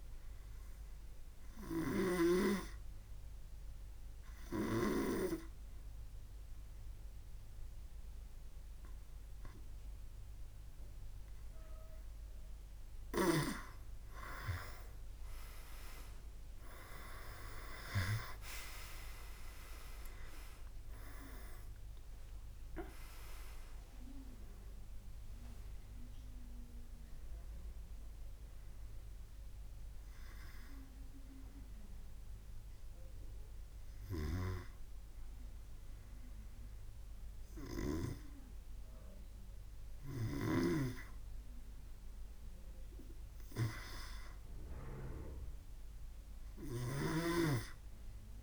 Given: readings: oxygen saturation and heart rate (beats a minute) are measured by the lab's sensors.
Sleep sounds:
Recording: breathing in sleep by a room microphone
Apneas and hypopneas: 2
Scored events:
3.00-13.00 s: obstructive apnea (oxygen 98% before, 95% lowest, heart rate 68 before, 65 extreme, up 18 after)
16.00-19.50 s: arousal
26.00-32.00 s: oxygen desaturation (device-marked, oxygen 98% before, 95% lowest, heart rate 77 before, 64 extreme)
31.50-43.50 s: obstructive apnea (oxygen 98% before, 94% lowest, heart rate 79 before, 63 extreme, up 3 after)
46.00-48.43 s: arousal
From the record:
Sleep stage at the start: N2 (light sleep)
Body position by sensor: on the back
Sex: male

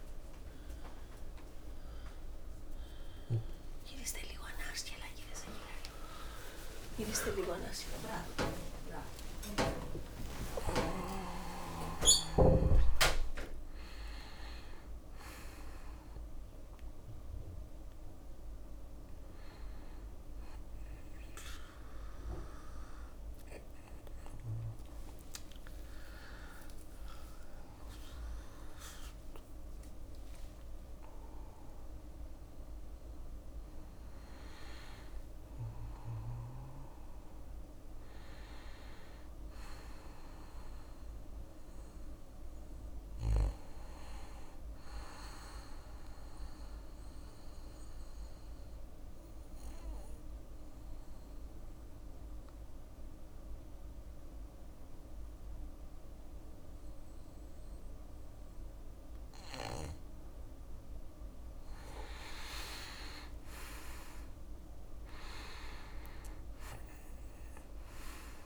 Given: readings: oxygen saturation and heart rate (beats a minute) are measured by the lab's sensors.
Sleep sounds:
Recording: a person partly awake in a sleep study, by a room microphone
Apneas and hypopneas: 1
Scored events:
2.50-10.50 s: tachycardia (device-marked, heart rate 60 before, 150 extreme)
3.50-5.50 s: long interval between heartbeats (device-marked, heart rate 59 before, 74 extreme)
5.50-23.50 s: drop in pulse transit time (device-marked, heart rate 61 before, 73 extreme)
5.50-35.50 s: new sleep stage, awake
9.00-11.00 s: long interval between heartbeats (device-marked, heart rate 70 before, 146 extreme)
25.00-27.00 s: long interval between heartbeats (device-marked, heart rate 100 before, 75 extreme)
35.50-65.50 s: new sleep stage, N1 (lightest sleep)
36.50-55.50 s: bradycardia (device-marked, heart rate 62 before, 51 extreme)
47.00-59.00 s: obstructive apnea (oxygen 99% before, 93% lowest, heart rate 63 before, 57 extreme, up 6 after)
60.50-64.00 s: arousal
65.50-68.46 s: new sleep stage, N2 (light sleep)
From the record:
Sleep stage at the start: N2 (light sleep)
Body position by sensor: on the back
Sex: male

